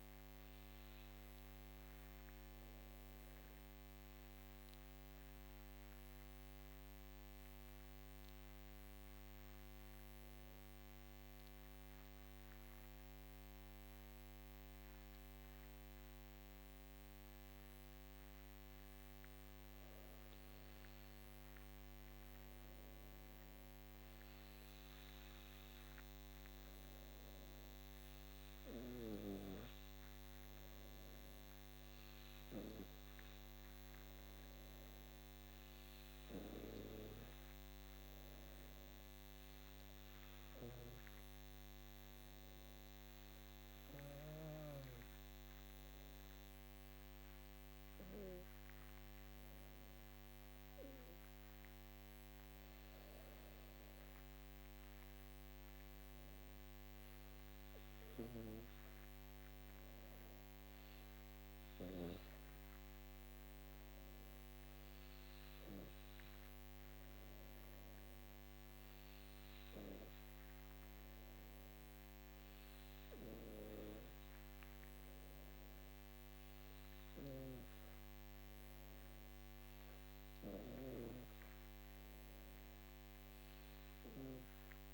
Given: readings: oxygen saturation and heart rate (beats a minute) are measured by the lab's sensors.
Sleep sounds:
breathing in sleep by a microphone on the trachea; 2
3.00-16.50 s: obstructive apnea (oxygen 99% before, 96% lowest, heart rate 56 before, 56 extreme, up 16 after)
18.00-22.00 s: arousal
38.50-51.00 s: hypopnea (oxygen 99% before, 97% lowest, heart rate 67 before, 55 extreme, up 11 after)
52.50-57.00 s: arousal
From the record:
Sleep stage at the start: N2 (light sleep); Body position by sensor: on the back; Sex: female

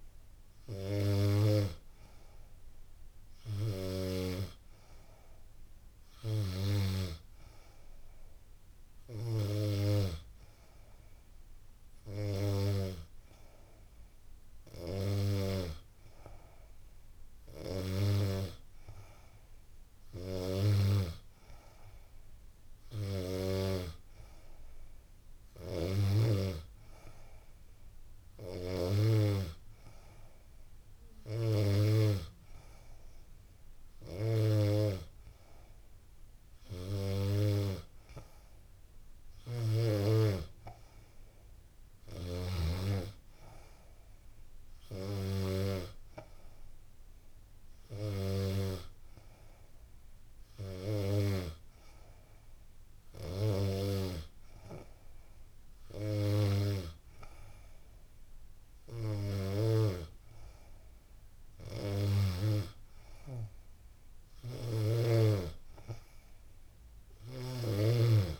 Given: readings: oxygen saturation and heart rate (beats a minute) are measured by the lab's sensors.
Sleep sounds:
breathing in sleep by a room microphone; none
63.50-67.00 s: snoring (device-marked)
From the record:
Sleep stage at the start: N2 (light sleep); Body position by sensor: on the back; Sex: female

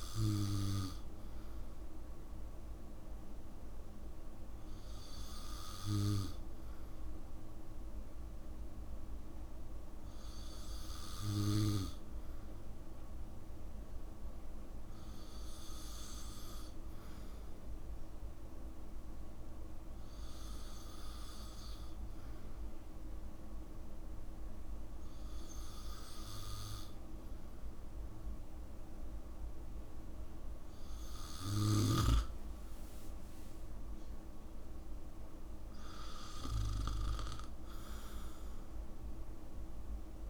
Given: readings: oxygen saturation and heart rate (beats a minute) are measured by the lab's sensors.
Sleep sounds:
breathing in sleep by a room microphone; none
none scored
From the record:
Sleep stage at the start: N2 (light sleep); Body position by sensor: on the back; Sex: male

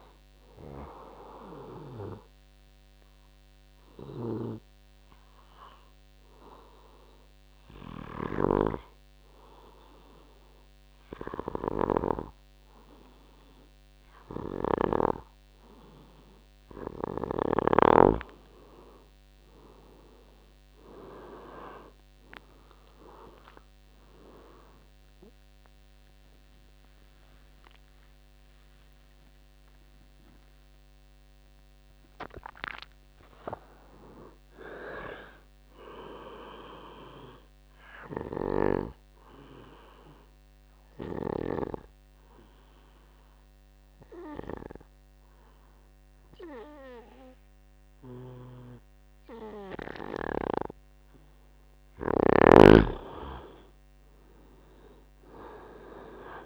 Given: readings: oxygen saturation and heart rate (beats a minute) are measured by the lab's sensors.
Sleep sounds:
breathing in sleep by a microphone on the trachea; 2
0.00-4.50 s: oxygen desaturation (device-marked, oxygen 91% lowest, heart rate 64 extreme)
2.50-16.50 s: hypopnea (oxygen 98% before, 89% lowest, heart rate 82 before, 64 extreme, up 14 after)
10.50-16.50 s: oxygen desaturation (device-marked, oxygen 93% before, 90% lowest, heart rate 84 before, 64 extreme)
25.50-31.50 s: tachycardia (device-marked, heart rate 43 before, 104 extreme)
27.00-31.50 s: arousal
40.50-52.00 s: obstructive apnea (oxygen 99% before, 89% lowest, heart rate 92 before, 53 extreme, up 24 after)
54.00-56.46 s: arousal
From the record:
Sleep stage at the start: N2 (light sleep); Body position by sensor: on the back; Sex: male

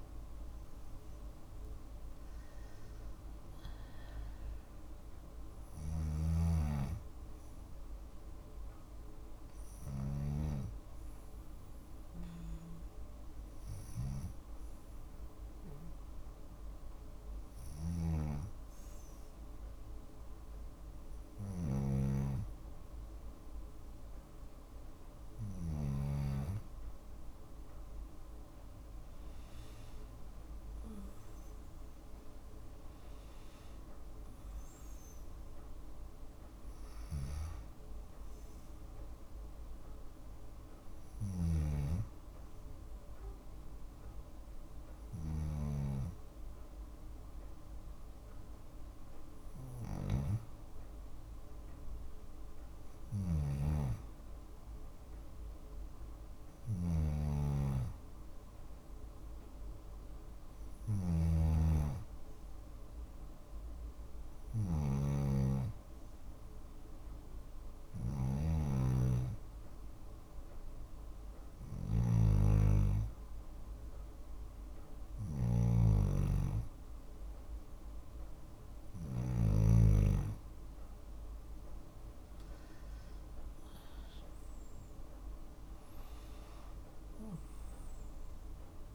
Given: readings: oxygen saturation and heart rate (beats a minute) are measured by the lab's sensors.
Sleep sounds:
breathing in sleep by a room microphone; 1
0.00-2.00 s: arousal
3.50-23.50 s: oxygen desaturation (device-marked, oxygen 98% before, 93% lowest, heart rate 57 before, 55 extreme)
5.00-9.50 s: snoring (device-marked)
8.00-19.00 s: hypopnea (oxygen 98% before, 93% lowest, heart rate 58 before, 55 extreme, up 2 after)
17.00-25.50 s: snoring (device-marked)
27.50-31.00 s: arousal
40.50-79.00 s: snoring (device-marked)
85.50-88.95 s: arousal
From the record:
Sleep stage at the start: N2 (light sleep); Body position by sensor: on the left side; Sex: female

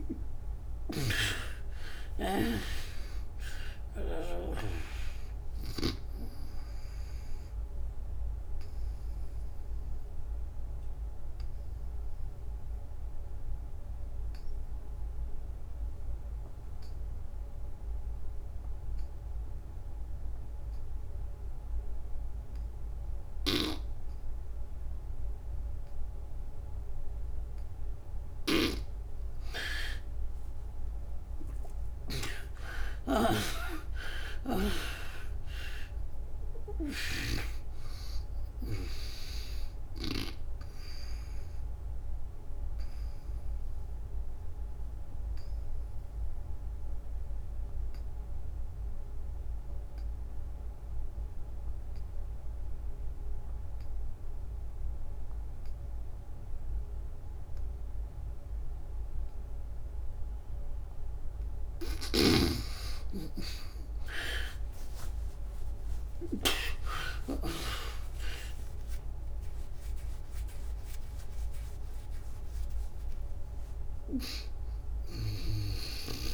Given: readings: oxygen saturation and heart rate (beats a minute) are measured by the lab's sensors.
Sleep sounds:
breathing in sleep by a room microphone; 2
0.00-2.00 s: arousal
0.00-4.00 s: snoring (device-marked)
0.00-25.00 s: oxygen desaturation (device-marked, oxygen 75% lowest, heart rate 65 extreme)
8.00-27.00 s: obstructive apnea (oxygen 98% before, 74% lowest, heart rate 84 before, 65 extreme, up 22 after)
30.00-34.50 s: arousal
31.00-38.00 s: oxygen desaturation (device-marked, oxygen 97% before, 88% lowest, heart rate 67 before, 63 extreme)
31.50-37.00 s: snoring (device-marked)
40.00-51.00 s: oxygen desaturation (device-marked, oxygen 91% before, 74% lowest, heart rate 77 before, 63 extreme)
40.50-60.00 s: obstructive apnea (oxygen 97% before, 74% lowest, heart rate 77 before, 63 extreme)
58.00-76.34 s: oxygen desaturation (device-marked, oxygen 98% before, 74% lowest, heart rate 87 before, 62 extreme)
64.00-70.00 s: arousal
From the record:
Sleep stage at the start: N2 (light sleep); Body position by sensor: on the back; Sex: female

